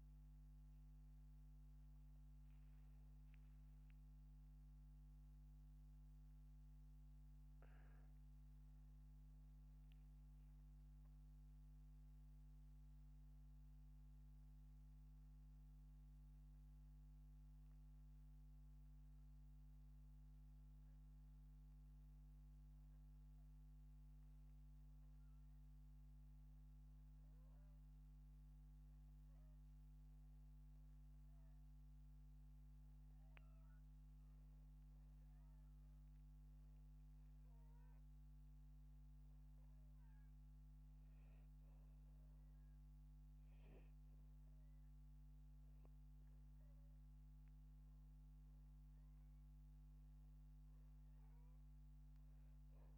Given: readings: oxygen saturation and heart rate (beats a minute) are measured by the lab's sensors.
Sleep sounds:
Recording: a person partly awake in a sleep study, hard to hear, by a microphone on the trachea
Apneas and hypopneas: none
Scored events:
7.50-37.50 s: new sleep stage, N1 (lightest sleep)
37.50-52.98 s: new sleep stage, N2 (light sleep)
From the record:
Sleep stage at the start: awake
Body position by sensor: upright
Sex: male

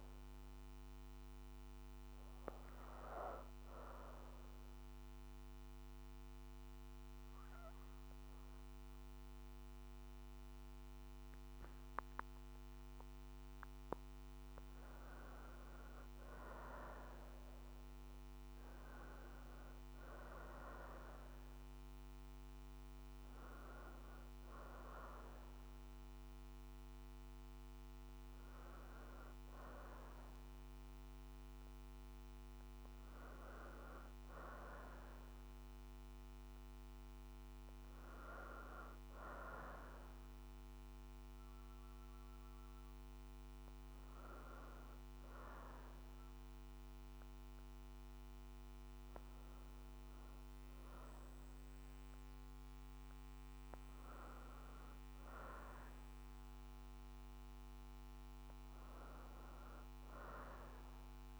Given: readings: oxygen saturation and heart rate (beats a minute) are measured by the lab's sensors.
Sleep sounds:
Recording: breathing in sleep by a microphone on the trachea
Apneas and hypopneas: 1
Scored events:
5.00-15.00 s: obstructive apnea (oxygen 94% before, 87% lowest, heart rate 64 before, 61 extreme, up 1 after)
16.00-20.00 s: arousal
25.50-38.50 s: oxygen desaturation (device-marked, oxygen 93% before, 87% lowest, heart rate 63 before, 60 extreme)
From the record:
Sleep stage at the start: N2 (light sleep)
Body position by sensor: on the back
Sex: female

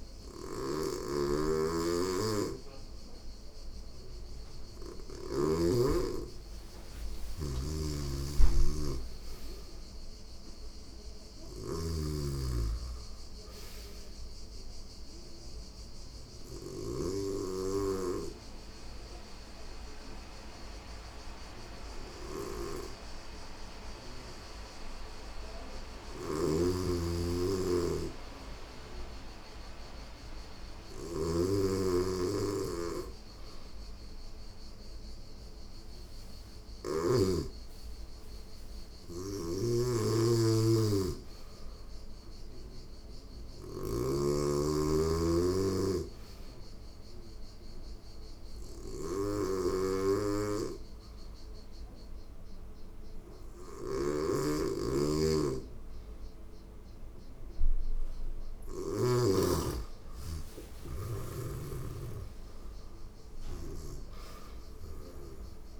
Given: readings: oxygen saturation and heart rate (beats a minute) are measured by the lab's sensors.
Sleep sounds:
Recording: breathing in sleep by a room microphone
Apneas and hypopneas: 2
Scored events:
0.00-5.00 s: snoring (device-marked)
4.50-8.00 s: arousal
7.00-36.50 s: snoring (device-marked)
11.50-21.50 s: oxygen desaturation (device-marked, oxygen 95% before, 89% lowest, heart rate 89 before, 88 extreme)
14.50-26.00 s: obstructive apnea (oxygen 95% before, 89% lowest, heart rate 90 before, 88 extreme, up 11 after)
28.50-33.00 s: arousal
38.50-58.50 s: snoring (device-marked)
39.50-49.50 s: oxygen desaturation (device-marked, oxygen 95% before, 90% lowest, heart rate 92 before, 88 extreme)
45.00-58.50 s: hypopnea (oxygen 95% before, 90% lowest, heart rate 93 before, 89 extreme, up 4 after)
60.50-64.50 s: snoring (device-marked)
61.50-65.50 s: arousal
From the record:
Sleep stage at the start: N2 (light sleep)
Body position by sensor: on the back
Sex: female

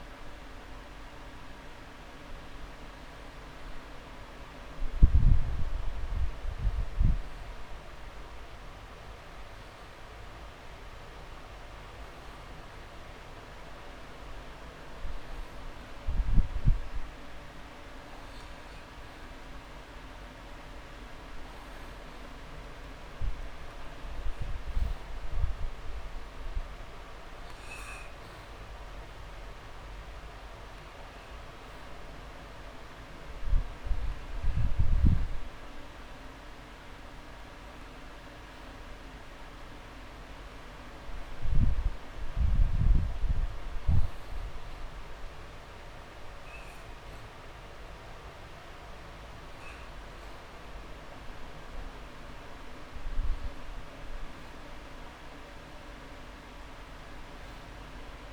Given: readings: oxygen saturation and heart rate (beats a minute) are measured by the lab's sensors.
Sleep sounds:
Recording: breathing in sleep, hard to hear, by a room microphone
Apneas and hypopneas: 2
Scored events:
0.00-15.50 s: oxygen desaturation (device-marked, oxygen 87% lowest)
2.00-15.00 s: hypopnea (oxygen 97% before, 87% lowest)
17.00-21.00 s: arousal
29.50-45.50 s: oxygen desaturation (device-marked, oxygen 99% before, 94% lowest)
42.00-53.00 s: hypopnea (oxygen 99% before, 93% lowest)
57.00-58.33 s: long interval between heartbeats (device-marked)
From the record:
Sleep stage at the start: N2 (light sleep)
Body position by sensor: on the back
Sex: male

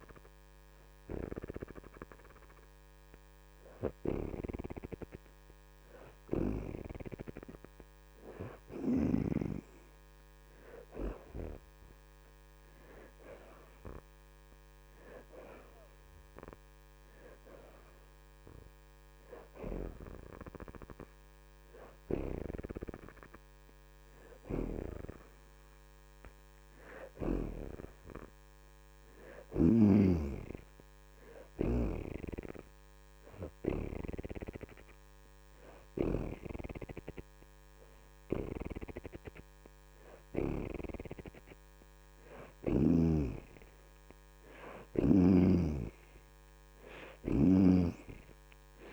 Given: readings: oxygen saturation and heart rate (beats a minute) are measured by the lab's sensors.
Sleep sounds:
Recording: breathing in sleep by a microphone on the trachea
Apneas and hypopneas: none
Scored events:
28.50-43.50 s: oxygen desaturation (device-marked, oxygen 72% before, 62% lowest)
45.50-48.93 s: oxygen desaturation (device-marked, oxygen 71% before, 66% lowest)
From the record:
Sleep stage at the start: N2 (light sleep)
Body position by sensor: on the back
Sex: female

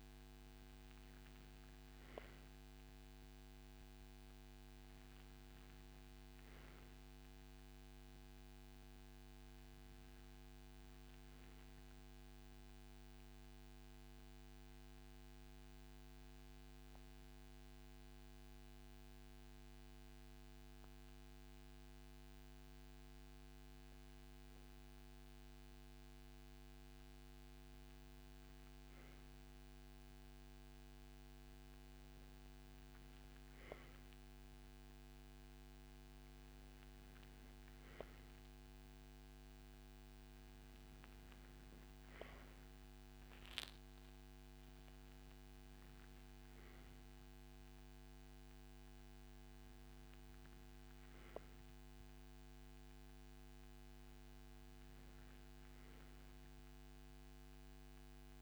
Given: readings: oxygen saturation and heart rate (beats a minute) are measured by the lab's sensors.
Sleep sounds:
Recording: breathing in sleep, hard to hear, by a microphone on the trachea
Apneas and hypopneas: 1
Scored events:
5.00-8.50 s: arousal
14.50-26.00 s: hypopnea (oxygen 98% before, 96% lowest, heart rate 82 before, 78 extreme, up 3 after)
28.00-32.50 s: arousal
From the record:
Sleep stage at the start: N2 (light sleep)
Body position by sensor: on the right side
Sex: male

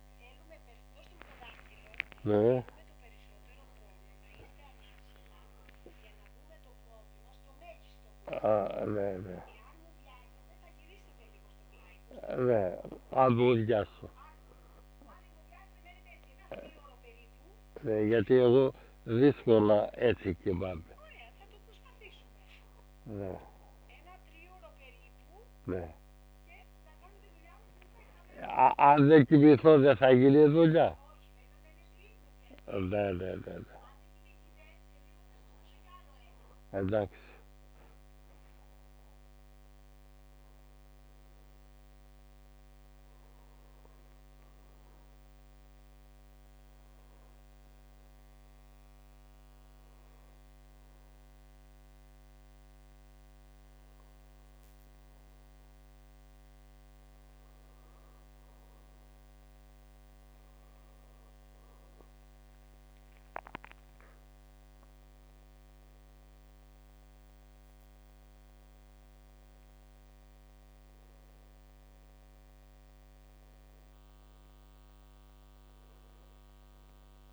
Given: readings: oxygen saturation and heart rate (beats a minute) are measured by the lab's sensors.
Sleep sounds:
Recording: a person awake in a sleep study, by a microphone on the trachea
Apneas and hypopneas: none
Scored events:
1.50-3.50 s: long interval between heartbeats (device-marked, heart rate 54 before, 82 extreme)
6.00-8.00 s: long interval between heartbeats (device-marked, heart rate 64 before, 127 extreme)
12.50-18.50 s: snoring (device-marked)
16.50-26.50 s: drop in pulse transit time (device-marked, heart rate 80 before, 51 extreme)
20.00-22.00 s: long interval between heartbeats (device-marked, heart rate 79 before, 60 extreme)
28.00-30.00 s: long interval between heartbeats (device-marked, heart rate 70 before, 61 extreme)
30.00-32.00 s: long interval between heartbeats (device-marked, heart rate 66 before, 69 extreme)
33.50-35.50 s: long interval between heartbeats (device-marked, heart rate 65 before, 69 extreme)
38.50-40.50 s: long interval between heartbeats (device-marked, heart rate 71 before, 86 extreme)
49.50-77.33 s: new sleep stage, N1 (lightest sleep)
From the record:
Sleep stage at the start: awake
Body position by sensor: on the back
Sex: male

